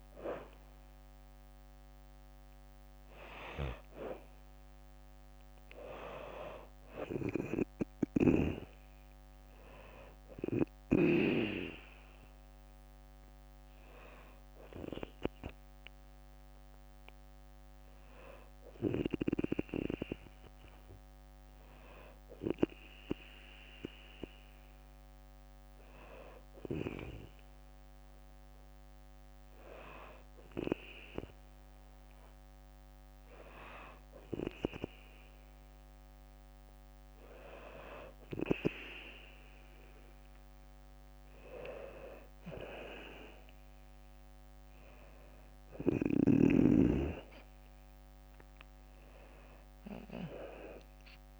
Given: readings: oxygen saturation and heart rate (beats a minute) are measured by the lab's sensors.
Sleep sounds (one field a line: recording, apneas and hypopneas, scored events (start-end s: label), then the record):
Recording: breathing in sleep by a microphone on the trachea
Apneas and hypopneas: none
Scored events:
8.50-21.50 s: drop in pulse transit time (device-marked, heart rate 62 before, 63 extreme)
42.00-46.00 s: arousal
45.50-51.39 s: drop in pulse transit time (device-marked, heart rate 63 before, 62 extreme)
47.50-49.50 s: long interval between heartbeats (device-marked, heart rate 64 before, 74 extreme)
From the record:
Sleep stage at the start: N2 (light sleep)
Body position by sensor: on the back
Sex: female